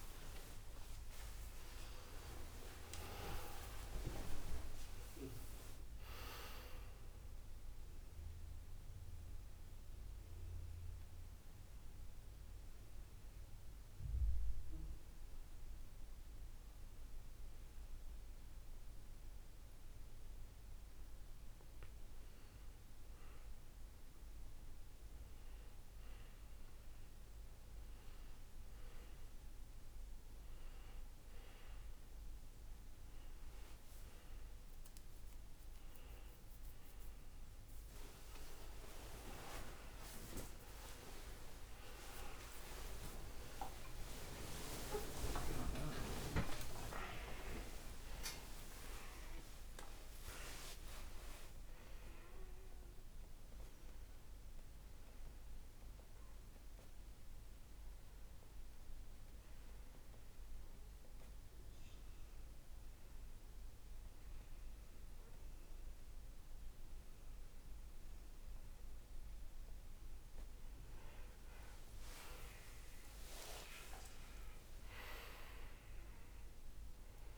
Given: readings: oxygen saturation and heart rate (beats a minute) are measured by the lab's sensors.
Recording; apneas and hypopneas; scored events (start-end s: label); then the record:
breathing in sleep by a room microphone; 2
0.00-12.00 s: oxygen desaturation (device-marked, oxygen 93% lowest, heart rate 59 extreme)
10.00-21.50 s: central apnea (oxygen 98% before, 92% lowest, heart rate 74 before, 59 extreme, up 2 after)
28.00-45.00 s: oxygen desaturation (device-marked, oxygen 98% before, 92% lowest, heart rate 63 before, 57 extreme)
44.00-50.00 s: arousal
58.50-69.50 s: hypopnea (oxygen 97% before, 91% lowest, heart rate 76 before, 55 extreme, up 31 after)
71.00-74.50 s: arousal
73.50-75.50 s: long interval between heartbeats (device-marked, heart rate 69 before, 79 extreme)
75.00-77.37 s: oxygen desaturation (device-marked, oxygen 97% before, 92% lowest, heart rate 68 before, 58 extreme)
From the record:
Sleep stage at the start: N1 (lightest sleep); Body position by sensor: on the back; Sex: male